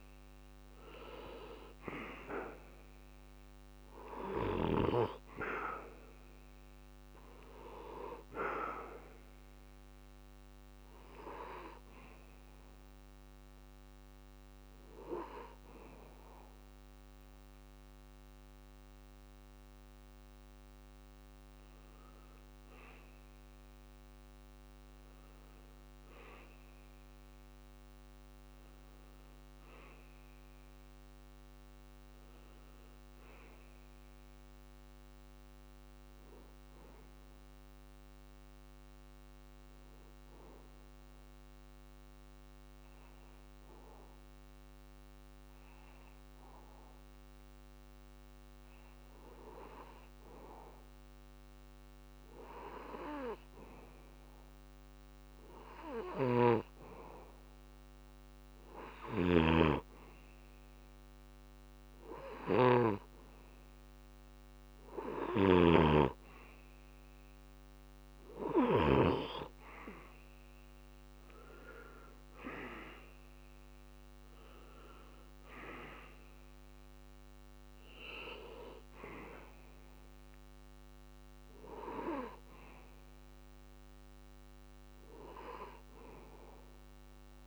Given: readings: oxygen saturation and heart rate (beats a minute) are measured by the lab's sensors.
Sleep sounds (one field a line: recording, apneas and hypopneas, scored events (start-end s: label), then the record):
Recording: breathing in sleep by a microphone on the trachea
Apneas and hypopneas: 2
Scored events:
0.00-1.00 s: arousal
0.00-20.00 s: oxygen desaturation (device-marked, oxygen 87% lowest)
10.50-22.00 s: hypopnea (oxygen 98% before, 87% lowest)
25.00-28.50 s: arousal
36.00-52.50 s: hypopnea (oxygen 98% before, 89% lowest)
52.00-87.47 s: oxygen desaturation (device-marked, oxygen 96% before, 89% lowest)
55.00-58.50 s: arousal
From the record:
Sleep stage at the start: N2 (light sleep)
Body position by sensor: on the back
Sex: male